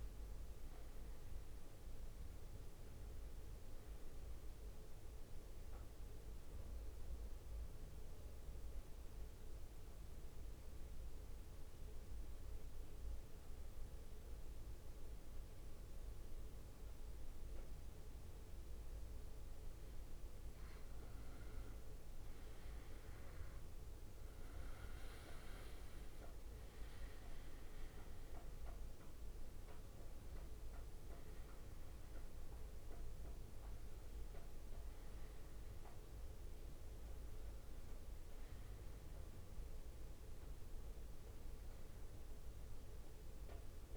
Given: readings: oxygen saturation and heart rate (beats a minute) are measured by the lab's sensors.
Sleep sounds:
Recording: breathing in sleep, hard to hear, by a room microphone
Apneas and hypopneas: 1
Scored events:
0.00-6.00 s: oxygen desaturation (device-marked, oxygen 94% lowest, heart rate 63 extreme)
10.50-21.50 s: central apnea (oxygen 98% before, 94% lowest, heart rate 65 before, 62 extreme, up 7 after)
23.50-28.00 s: arousal
27.00-43.97 s: oxygen desaturation (device-marked, oxygen 98% before, 94% lowest, heart rate 66 before, 61 extreme)
From the record:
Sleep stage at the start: N2 (light sleep)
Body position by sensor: on the back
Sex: male

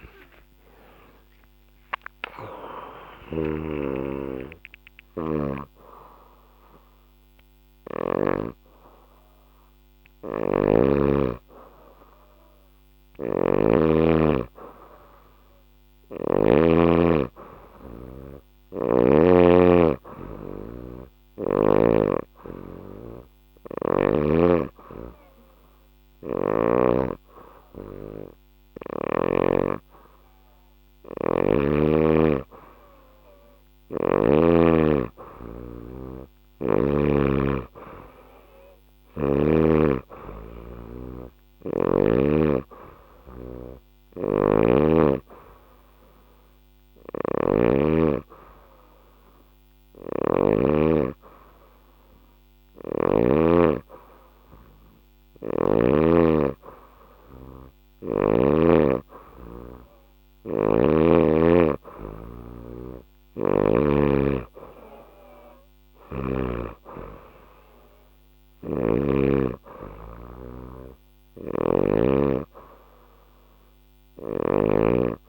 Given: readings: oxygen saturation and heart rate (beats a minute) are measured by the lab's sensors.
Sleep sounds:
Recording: breathing in sleep by a microphone on the trachea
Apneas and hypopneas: 1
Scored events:
12.50-16.00 s: snoring (device-marked)
20.00-30.50 s: hypopnea (oxygen 99% before, 94% lowest, heart rate 85 before, 69 extreme, up 2 after)
25.50-29.00 s: snoring (device-marked)
32.50-36.00 s: arousal
43.50-50.00 s: snoring (device-marked)
54.50-58.00 s: snoring (device-marked)
65.00-71.50 s: snoring (device-marked)
From the record:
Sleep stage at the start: N2 (light sleep)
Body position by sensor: on the back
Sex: female

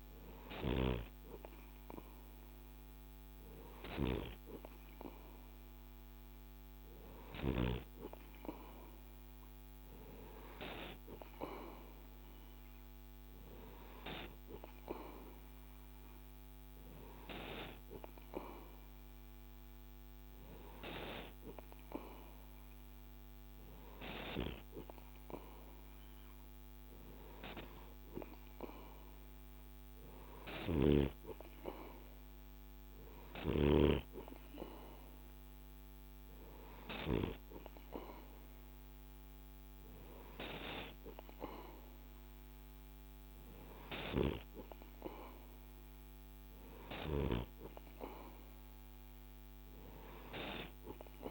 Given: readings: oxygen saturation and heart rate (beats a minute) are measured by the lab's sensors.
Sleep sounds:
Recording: breathing in sleep by a microphone on the trachea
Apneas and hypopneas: none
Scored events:
none scored
From the record:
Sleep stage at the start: N2 (light sleep)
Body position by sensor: on the right side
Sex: male

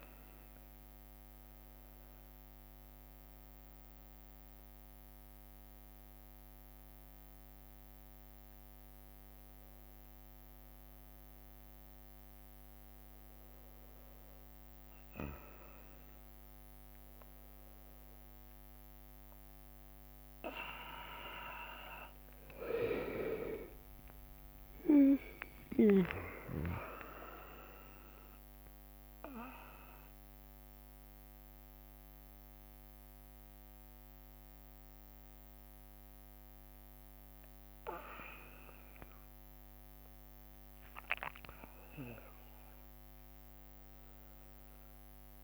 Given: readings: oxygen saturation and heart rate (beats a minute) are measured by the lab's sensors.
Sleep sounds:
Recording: a person awake in a sleep study, by a microphone on the trachea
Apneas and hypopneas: none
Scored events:
0.00-5.50 s: drop in pulse transit time (device-marked, heart rate 69 extreme)
0.00-8.50 s: leg movement (device-marked)
14.00-16.00 s: leg movement (device-marked)
17.00-24.00 s: leg movement (device-marked)
20.50-35.50 s: drop in pulse transit time (device-marked, heart rate 68 before, 67 extreme)
25.50-29.50 s: leg movement (device-marked)
31.00-36.00 s: leg movement (device-marked)
40.50-45.44 s: leg movement (device-marked)
41.50-43.50 s: long interval between heartbeats (device-marked, heart rate 69 before, 79 extreme)
From the record:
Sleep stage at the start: awake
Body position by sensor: on the back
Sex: male

